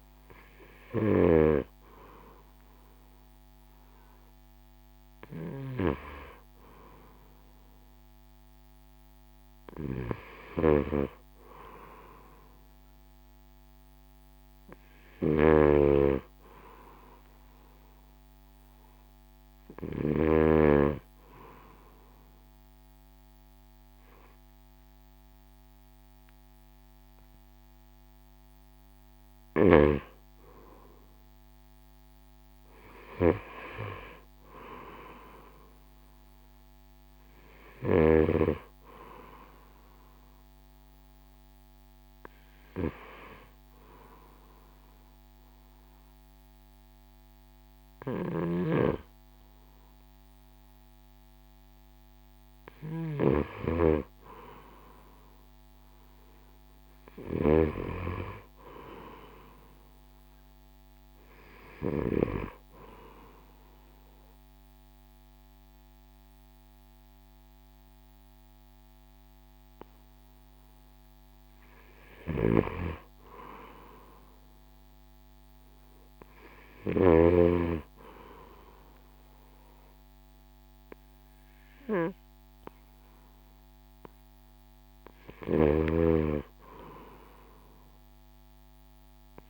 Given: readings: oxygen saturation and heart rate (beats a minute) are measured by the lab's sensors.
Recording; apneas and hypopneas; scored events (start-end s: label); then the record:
breathing in sleep by a microphone on the trachea; 2
5.50-17.50 s: oxygen desaturation (device-marked, oxygen 95% before, 92% lowest, heart rate 64 before, 64 extreme)
15.50-20.50 s: snoring (device-marked)
18.50-29.50 s: hypopnea (oxygen 95% before, 89% lowest, heart rate 65 before, 63 extreme, up 5 after)
32.00-35.50 s: arousal
42.50-53.50 s: oxygen desaturation (device-marked, oxygen 93% before, 89% lowest, heart rate 68 before, 63 extreme)
48.50-58.00 s: snoring (device-marked)
63.00-73.00 s: obstructive apnea (oxygen 95% before, 90% lowest, heart rate 65 before, 63 extreme, up 5 after)
65.50-78.50 s: oxygen desaturation (device-marked, oxygen 95% before, 90% lowest, heart rate 65 before, 62 extreme)
72.50-77.50 s: snoring (device-marked)
76.50-81.00 s: arousal
84.50-89.50 s: oxygen desaturation (device-marked, oxygen 95% before, 91% lowest, heart rate 66 before, 62 extreme)
85.50-89.50 s: snoring (device-marked)
From the record:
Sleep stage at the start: N2 (light sleep); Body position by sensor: on the right side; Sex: male